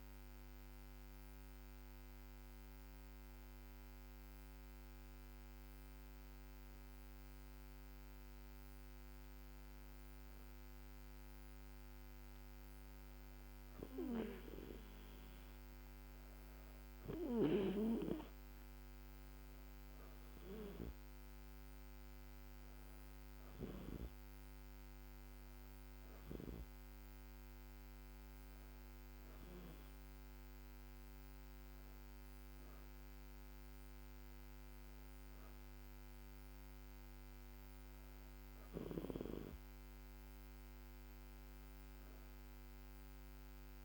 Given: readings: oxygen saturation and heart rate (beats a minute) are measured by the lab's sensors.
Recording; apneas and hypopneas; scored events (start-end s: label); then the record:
breathing in sleep by a microphone on the trachea; none
none scored
From the record:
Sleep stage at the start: N2 (light sleep); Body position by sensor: on the back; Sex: female